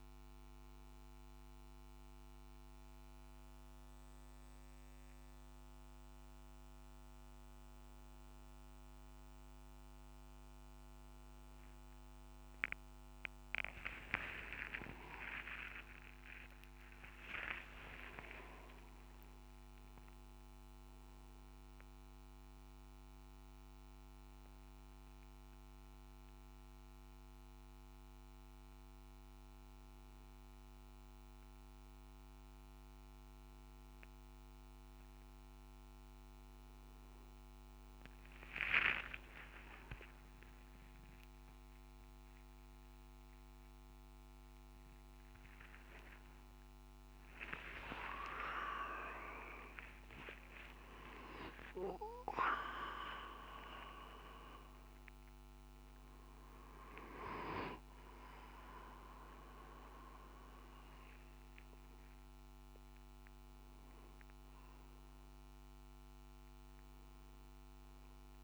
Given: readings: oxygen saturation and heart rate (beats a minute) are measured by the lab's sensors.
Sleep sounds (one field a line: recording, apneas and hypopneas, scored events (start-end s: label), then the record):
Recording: a person awake in a sleep study, by a microphone on the trachea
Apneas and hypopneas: none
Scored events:
47.50-62.50 s: oxygen desaturation (device-marked, oxygen 98% before, 95% lowest, heart rate 66 before, 64 extreme)
59.50-68.44 s: new sleep stage, N1 (lightest sleep)
From the record:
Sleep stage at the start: awake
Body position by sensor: on the back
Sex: male